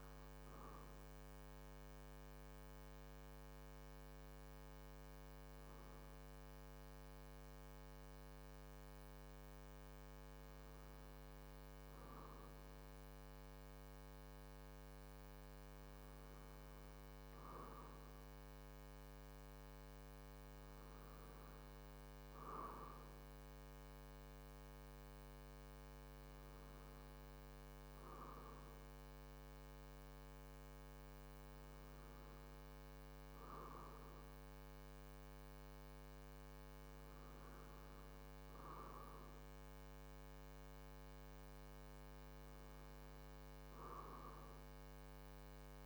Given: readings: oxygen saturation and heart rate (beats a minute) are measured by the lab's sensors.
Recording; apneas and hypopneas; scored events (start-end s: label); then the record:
breathing in sleep, hard to hear, by a microphone on the trachea; none
none scored
From the record:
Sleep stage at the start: N2 (light sleep); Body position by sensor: on the back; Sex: male